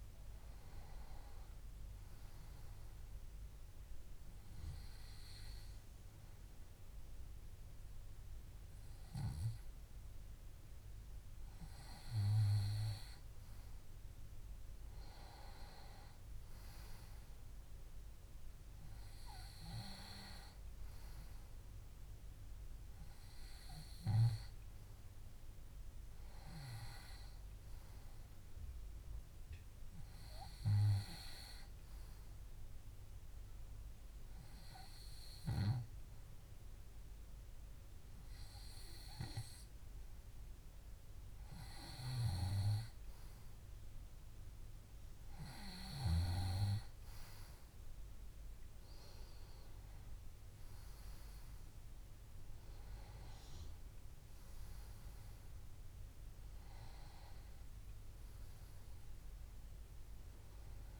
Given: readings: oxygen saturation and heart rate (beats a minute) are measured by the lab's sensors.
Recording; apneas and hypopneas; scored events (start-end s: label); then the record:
breathing in sleep by a room microphone; 2
3.00-13.00 s: hypopnea (oxygen 96% before, 93% lowest, heart rate 68 before, 65 extreme, up 2 after)
15.00-18.50 s: arousal
33.00-43.00 s: hypopnea (oxygen 96% before, 93% lowest, heart rate 66 before, 65 extreme, up 4 after)
46.50-61.00 s: new sleep stage, N1 (lightest sleep)
47.00-51.00 s: arousal
From the record:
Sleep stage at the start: N2 (light sleep); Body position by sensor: on the back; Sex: male